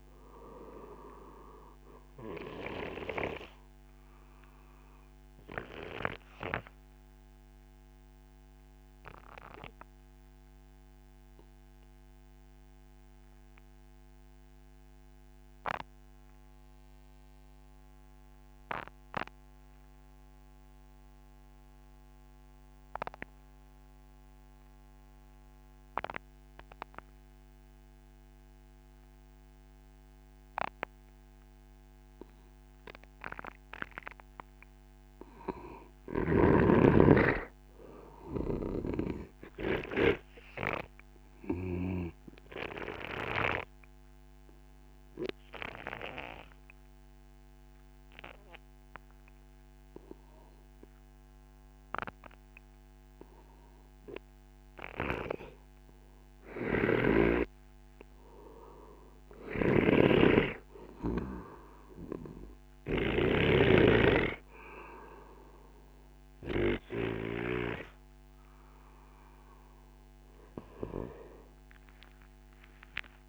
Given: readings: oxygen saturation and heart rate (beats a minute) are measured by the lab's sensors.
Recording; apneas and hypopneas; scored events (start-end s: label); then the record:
breathing in sleep by a microphone on the trachea; 2
0.00-3.00 s: oxygen desaturation (device-marked, oxygen 93% lowest, heart rate 62 extreme)
3.50-32.50 s: obstructive apnea (oxygen 99% before, 93% lowest, heart rate 70 before, 57 extreme, up 1 after)
36.50-39.50 s: arousal
37.00-47.00 s: oxygen desaturation (device-marked, oxygen 97% before, 93% lowest, heart rate 68 before, 52 extreme)
43.50-58.50 s: obstructive apnea (oxygen 98% before, 93% lowest, heart rate 65 before, 52 extreme, up 6 after)
59.00-67.50 s: snoring (device-marked)
From the record:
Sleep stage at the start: N2 (light sleep); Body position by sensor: on the right side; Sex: male